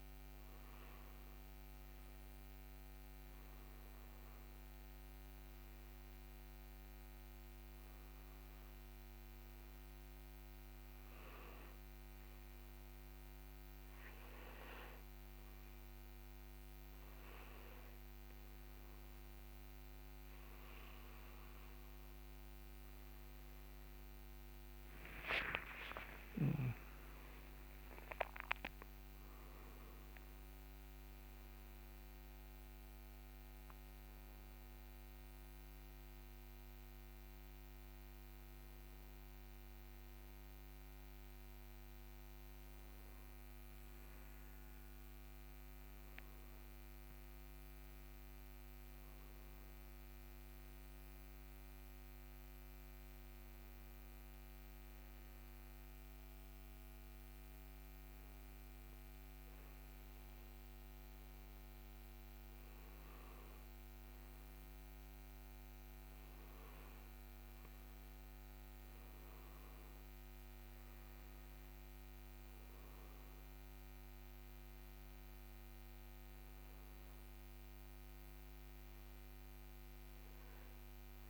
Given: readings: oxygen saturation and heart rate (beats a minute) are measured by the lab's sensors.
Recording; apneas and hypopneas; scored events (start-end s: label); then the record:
breathing in sleep, hard to hear, by a microphone on the trachea; none
25.50-29.50 s: arousal
From the record:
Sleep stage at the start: N2 (light sleep); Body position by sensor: on the front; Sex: male